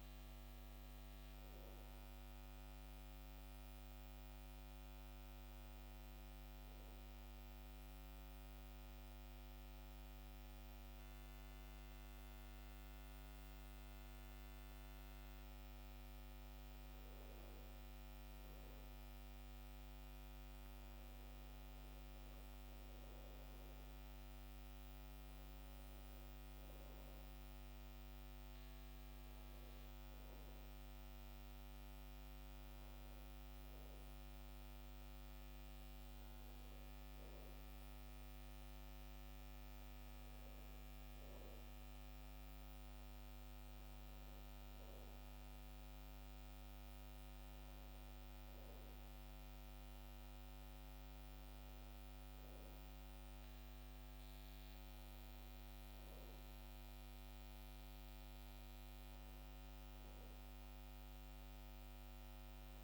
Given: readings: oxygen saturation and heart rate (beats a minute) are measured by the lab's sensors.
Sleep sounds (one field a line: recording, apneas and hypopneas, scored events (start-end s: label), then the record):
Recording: breathing in sleep, hard to hear, by a microphone on the trachea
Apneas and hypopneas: 1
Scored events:
3.50-18.50 s: hypopnea (oxygen 96% before, 93% lowest, heart rate 71 before, 67 extreme, up 5 after)
20.50-25.00 s: arousal
From the record:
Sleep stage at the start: REM sleep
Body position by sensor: on the back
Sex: male